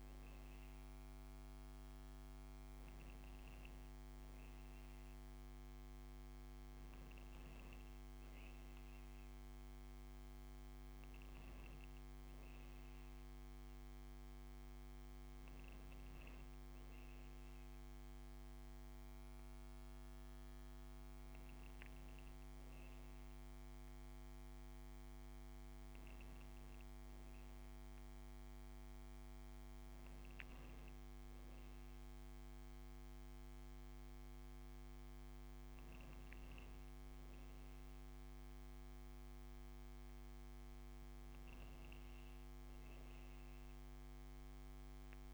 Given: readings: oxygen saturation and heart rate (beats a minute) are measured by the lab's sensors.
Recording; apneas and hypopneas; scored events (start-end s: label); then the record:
breathing in sleep, hard to hear, by a microphone on the trachea; none
none scored
From the record:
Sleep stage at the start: N2 (light sleep); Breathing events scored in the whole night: 151 in 4.4 hours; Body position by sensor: upright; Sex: female